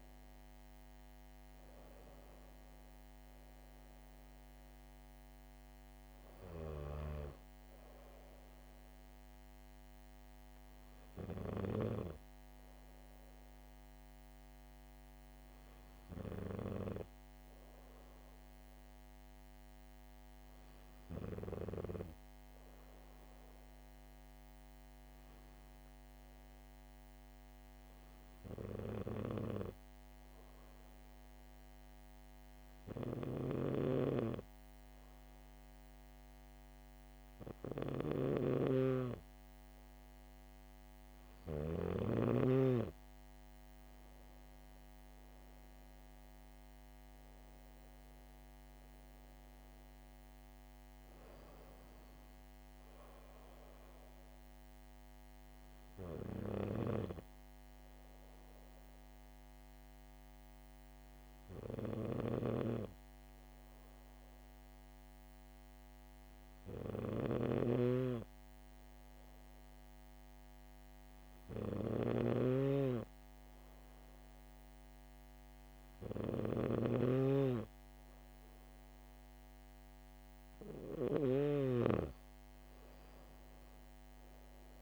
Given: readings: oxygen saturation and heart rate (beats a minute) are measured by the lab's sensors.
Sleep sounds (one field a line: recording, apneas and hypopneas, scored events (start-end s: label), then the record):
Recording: breathing in sleep by a microphone on the trachea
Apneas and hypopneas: 2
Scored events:
14.50-40.00 s: hypopnea (oxygen 97% before, 95% lowest, heart rate 69 before, 66 extreme, up 3 after)
33.50-42.00 s: snoring (device-marked)
43.00-47.00 s: arousal
55.00-77.50 s: hypopnea (oxygen 98% before, 95% lowest, heart rate 69 before, 66 extreme, up 4 after)
62.00-81.50 s: snoring (device-marked)
From the record:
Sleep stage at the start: N2 (light sleep)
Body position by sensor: on the back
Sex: female